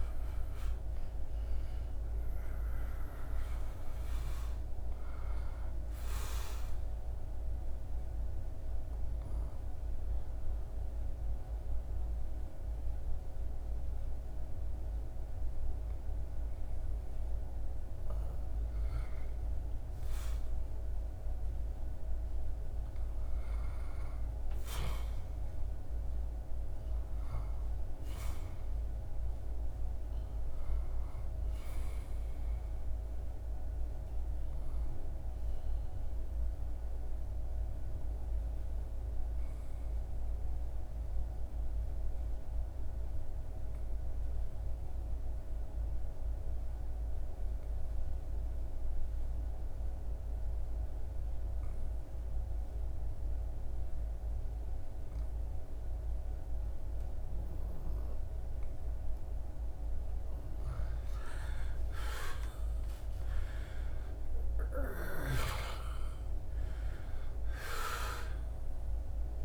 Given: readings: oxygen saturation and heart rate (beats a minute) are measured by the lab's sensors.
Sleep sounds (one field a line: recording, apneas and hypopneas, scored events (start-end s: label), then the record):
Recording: breathing in sleep, hard to hear, by a room microphone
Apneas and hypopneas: 2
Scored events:
6.50-17.00 s: obstructive apnea (oxygen 99% before, 88% lowest, heart rate 86 before, 75 extreme, up 1 after)
19.00-23.50 s: arousal
34.00-59.00 s: obstructive apnea (oxygen 99% before, 86% lowest, heart rate 80 before, 73 extreme, up 10 after)
62.00-66.50 s: arousal
68.00-69.45 s: oxygen desaturation (device-marked, oxygen 96% before, 86% lowest, heart rate 76 before, 76 extreme)
From the record:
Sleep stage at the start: N2 (light sleep)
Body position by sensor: on the back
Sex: male